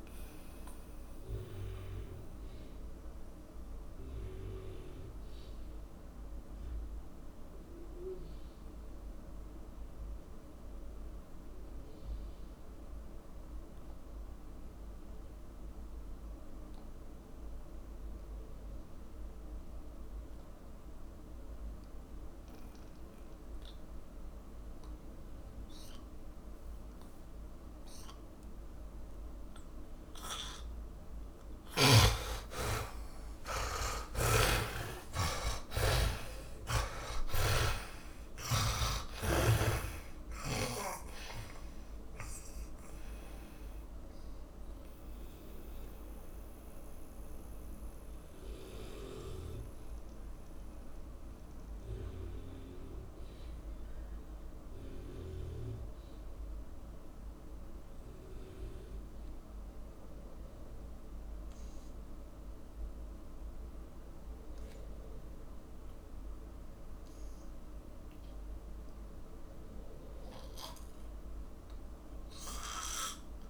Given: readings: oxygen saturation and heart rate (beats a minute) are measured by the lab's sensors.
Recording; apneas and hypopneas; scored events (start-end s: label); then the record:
breathing in sleep by a room microphone; 2
0.00-19.00 s: oxygen desaturation (device-marked, oxygen 76% lowest)
2.00-25.00 s: mixed apnea (oxygen 100% before, 76% lowest)
25.00-63.00 s: oxygen desaturation (device-marked, oxygen 100% before, 76% lowest)
34.00-38.50 s: arousal
34.00-41.00 s: snoring (device-marked)
46.50-69.00 s: mixed apnea (oxygen 100% before, 76% lowest)
69.00-73.50 s: oxygen desaturation (device-marked, oxygen 100% before, 76% lowest)
From the record:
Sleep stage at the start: N2 (light sleep); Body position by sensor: on the back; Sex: male